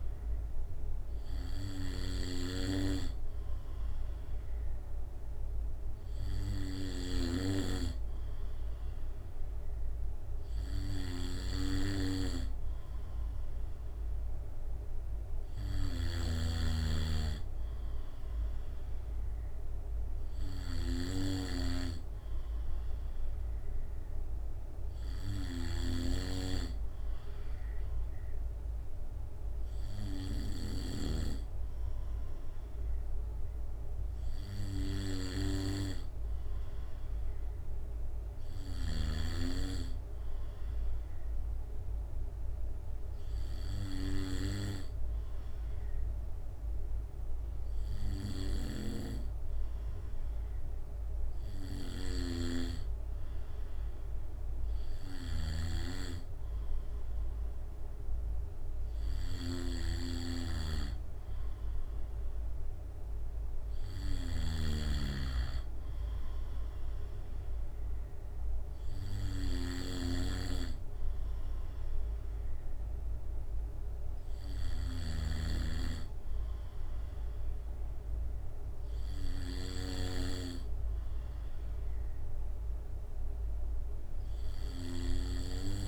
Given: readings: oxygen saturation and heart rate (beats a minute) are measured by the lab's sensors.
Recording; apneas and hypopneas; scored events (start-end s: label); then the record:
breathing in sleep by a room microphone; none
1.50-3.50 s: long interval between heartbeats (device-marked, heart rate 69 before, 69 extreme)
2.00-7.50 s: snoring (device-marked)
16.00-26.00 s: snoring (device-marked)
55.00-75.50 s: snoring (device-marked)
From the record:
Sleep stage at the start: N2 (light sleep); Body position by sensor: on the back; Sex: male